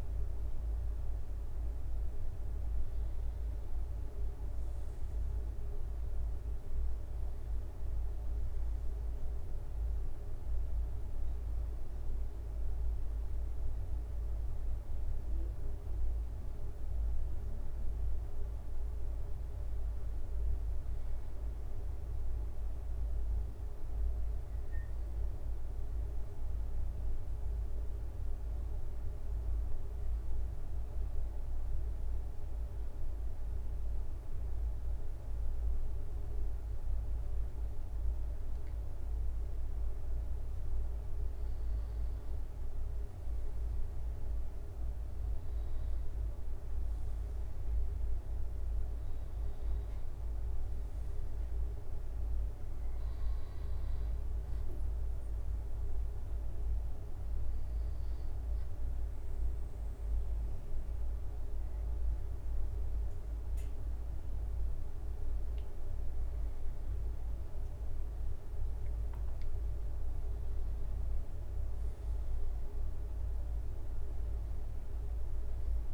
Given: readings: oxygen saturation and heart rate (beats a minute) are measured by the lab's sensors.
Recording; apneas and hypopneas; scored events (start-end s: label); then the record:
breathing in sleep, hard to hear, by a room microphone; 2
0.00-3.00 s: drop in pulse transit time (device-marked, heart rate 81 extreme)
17.00-20.00 s: arousal
23.00-39.50 s: obstructive apnea (oxygen 98% before, 94% lowest, heart rate 76 before, 70 extreme, up 3 after)
41.50-45.50 s: arousal
54.00-65.50 s: hypopnea (oxygen 97% before, 94% lowest, heart rate 72 before, 71 extreme, up 8 after)
67.50-71.50 s: arousal
From the record:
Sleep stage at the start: N2 (light sleep); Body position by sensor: on the back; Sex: male